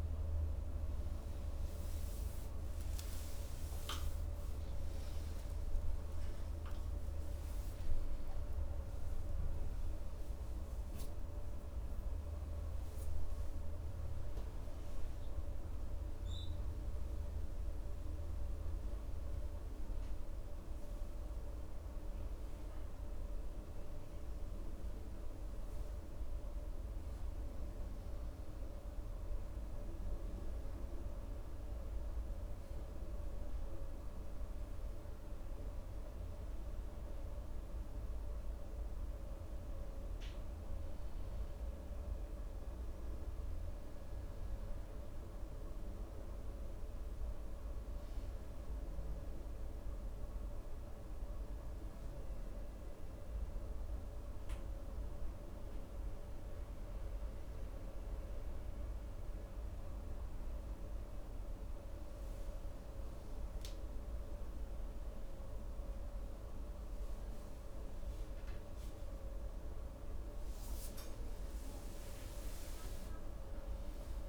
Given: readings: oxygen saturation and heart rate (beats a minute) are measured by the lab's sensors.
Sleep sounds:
breathing in sleep, hard to hear, by a room microphone; 1
5.00-9.50 s: arousal
28.00-42.50 s: hypopnea (oxygen 97% before, 92% lowest, heart rate 79 before, 65 extreme, up 1 after)
49.00-54.50 s: arousal
From the record:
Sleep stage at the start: N2 (light sleep); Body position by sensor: on the right side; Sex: male

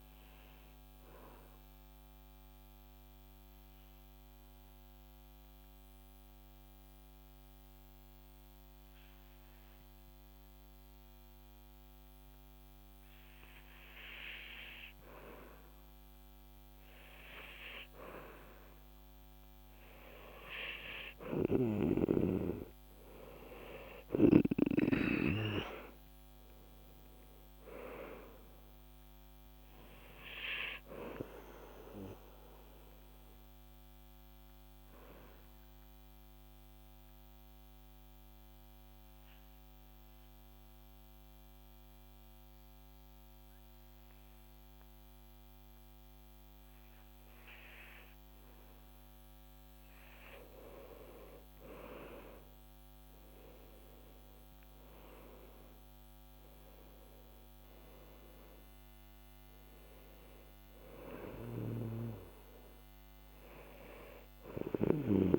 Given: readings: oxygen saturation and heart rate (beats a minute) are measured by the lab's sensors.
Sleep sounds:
breathing in sleep by a microphone on the trachea; 2
0.50-18.50 s: mixed apnea (oxygen 96% before, 91% lowest, heart rate 55 before, 46 extreme, up 13 after)
7.50-17.50 s: oxygen desaturation (device-marked, oxygen 96% before, 91% lowest, heart rate 50 before, 48 extreme)
23.50-27.50 s: arousal
34.00-50.50 s: mixed apnea (oxygen 97% before, 91% lowest, heart rate 55 before, 46 extreme, up 15 after)
45.50-57.50 s: oxygen desaturation (device-marked, oxygen 96% before, 91% lowest, heart rate 52 before, 46 extreme)
53.50-57.50 s: arousal
From the record:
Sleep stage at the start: REM sleep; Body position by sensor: on the back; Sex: male

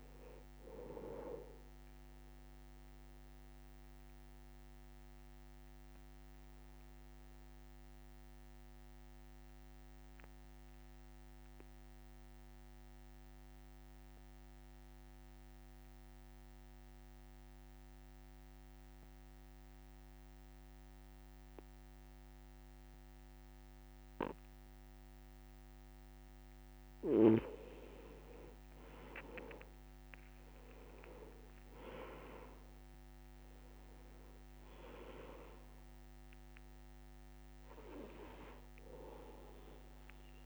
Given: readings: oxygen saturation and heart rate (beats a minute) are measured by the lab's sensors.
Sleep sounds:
breathing in sleep by a microphone on the trachea; 1
0.00-16.50 s: oxygen desaturation (device-marked, oxygen 90% lowest, heart rate 60 extreme)
4.00-28.00 s: obstructive apnea (oxygen 98% before, 90% lowest, heart rate 71 before, 60 extreme, up 13 after)
29.50-33.00 s: arousal
30.50-40.46 s: oxygen desaturation (device-marked, oxygen 99% before, 91% lowest, heart rate 62 before, 60 extreme)
31.50-33.50 s: long interval between heartbeats (device-marked, heart rate 62 before, 74 extreme)
From the record:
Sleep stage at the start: N2 (light sleep); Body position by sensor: on the back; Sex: male

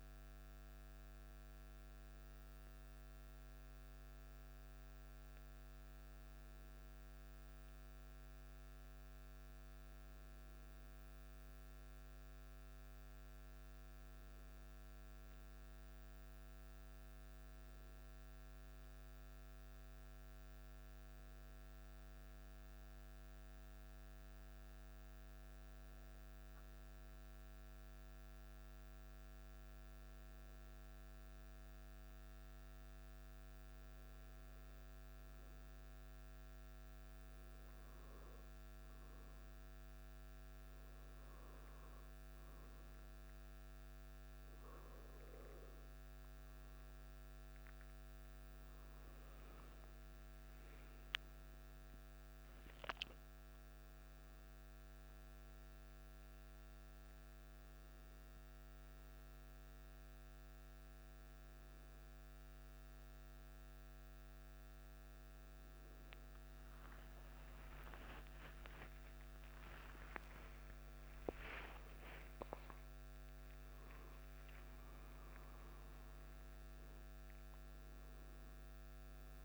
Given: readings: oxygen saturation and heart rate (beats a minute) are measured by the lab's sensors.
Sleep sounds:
breathing in sleep, hard to hear, by a microphone on the trachea; 1
20.00-45.00 s: obstructive apnea (oxygen 98% before, 93% lowest, heart rate 55 before, 48 extreme, up 17 after)
42.00-73.00 s: oxygen desaturation (device-marked, oxygen 97% before, 93% lowest, heart rate 52 before, 50 extreme)
79.00-79.45 s: new sleep stage, awake
From the record:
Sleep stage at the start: N1 (lightest sleep); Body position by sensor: on the back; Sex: male

